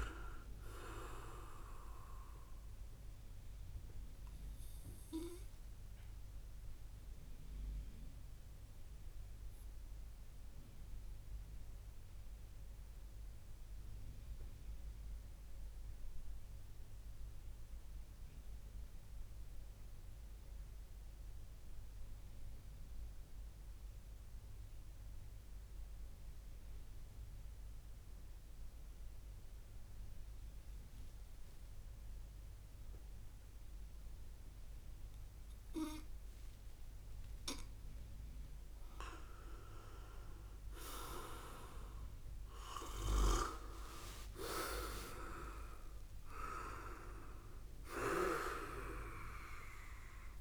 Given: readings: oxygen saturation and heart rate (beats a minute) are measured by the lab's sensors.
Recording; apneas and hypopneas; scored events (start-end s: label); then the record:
breathing in sleep by a room microphone; 1
6.50-38.50 s: mixed apnea (oxygen 100% before, 97% lowest)
41.50-45.50 s: arousal
47.50-50.41 s: snoring (device-marked)
From the record:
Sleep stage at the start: N2 (light sleep); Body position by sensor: on the right side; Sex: male